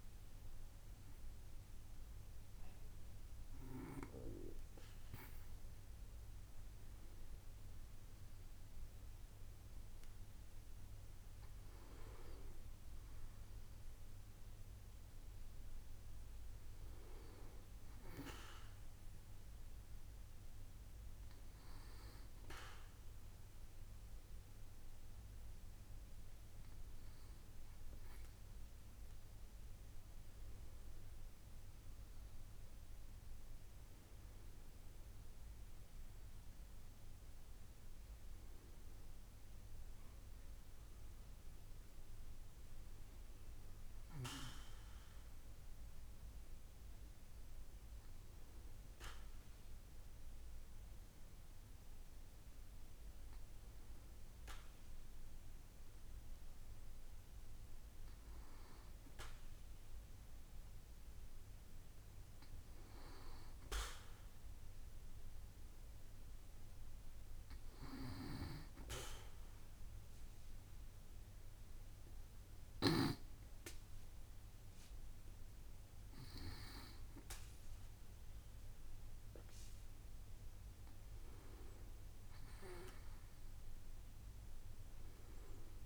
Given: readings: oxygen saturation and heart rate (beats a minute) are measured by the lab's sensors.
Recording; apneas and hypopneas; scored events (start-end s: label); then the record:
breathing in sleep by a room microphone; 2
19.50-30.50 s: hypopnea (oxygen 98% before, 95% lowest, heart rate 69 before, 66 extreme, up 4 after)
33.00-37.50 s: arousal
60.00-63.50 s: arousal
68.50-80.00 s: hypopnea (oxygen 97% before, 95% lowest, heart rate 68 before, 68 extreme, up 6 after)
82.50-85.86 s: arousal
From the record:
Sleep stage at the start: N2 (light sleep); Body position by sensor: on the back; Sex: male